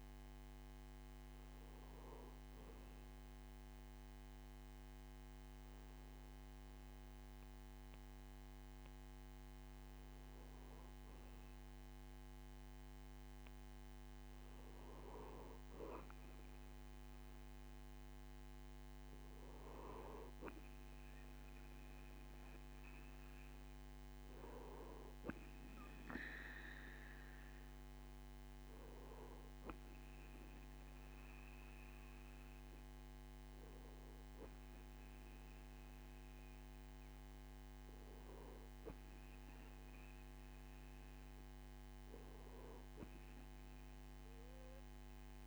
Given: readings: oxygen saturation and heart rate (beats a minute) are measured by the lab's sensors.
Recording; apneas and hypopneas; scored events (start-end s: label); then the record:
breathing in sleep, hard to hear, by a microphone on the trachea; none
none scored
From the record:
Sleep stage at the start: N2 (light sleep); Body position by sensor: on the right side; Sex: male